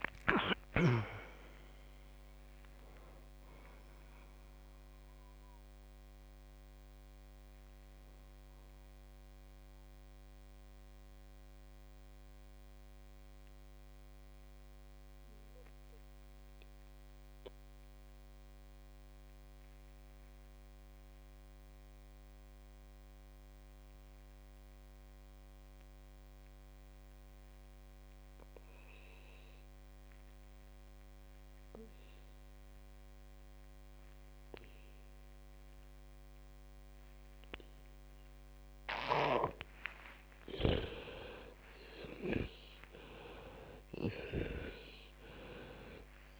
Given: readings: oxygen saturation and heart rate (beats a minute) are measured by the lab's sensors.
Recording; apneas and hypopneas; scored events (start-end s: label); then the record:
breathing in sleep by a microphone on the trachea; 1
0.00-2.00 s: snoring (device-marked)
0.00-2.50 s: arousal
0.00-25.50 s: oxygen desaturation (device-marked, oxygen 89% lowest, heart rate 50 extreme)
11.00-41.50 s: mixed apnea (oxygen 98% before, 86% lowest, heart rate 76 before, 50 extreme, up 47 after)
39.50-46.40 s: oxygen desaturation (device-marked, oxygen 98% before, 86% lowest, heart rate 55 before, 50 extreme)
43.50-46.40 s: arousal
From the record:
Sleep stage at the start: N2 (light sleep); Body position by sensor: on the back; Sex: female